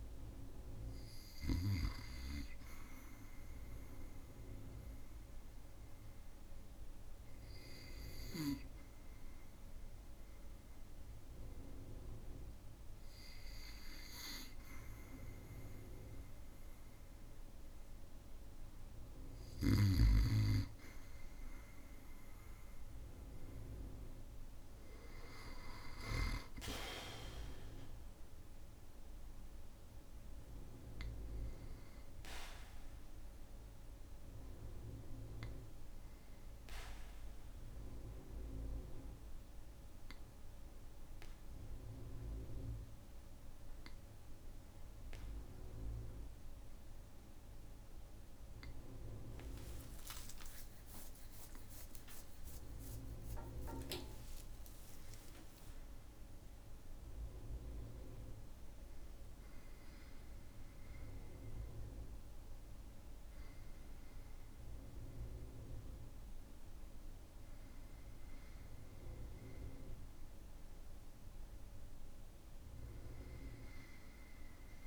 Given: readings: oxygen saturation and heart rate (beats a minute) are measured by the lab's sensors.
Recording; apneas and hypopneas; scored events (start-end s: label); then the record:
breathing in sleep by a room microphone; 2
0.00-2.50 s: oxygen desaturation (device-marked, oxygen 93% lowest, heart rate 55 extreme)
5.50-19.00 s: obstructive apnea (oxygen 96% before, 93% lowest, heart rate 57 before, 55 extreme, up 7 after)
22.00-25.50 s: arousal
36.50-49.50 s: obstructive apnea (oxygen 97% before, 93% lowest, heart rate 60 before, 55 extreme)
49.50-51.50 s: long interval between heartbeats (device-marked, heart rate 59 before, 64 extreme)
49.50-54.50 s: tachycardia (device-marked, heart rate 57 before, 126 extreme)
51.50-55.50 s: arousal
52.00-54.00 s: long interval between heartbeats (device-marked, heart rate 60 before, 97 extreme)
54.00-56.00 s: long interval between heartbeats (device-marked, heart rate 65 before, 126 extreme)
From the record:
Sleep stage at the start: N2 (light sleep); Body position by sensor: on the back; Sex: male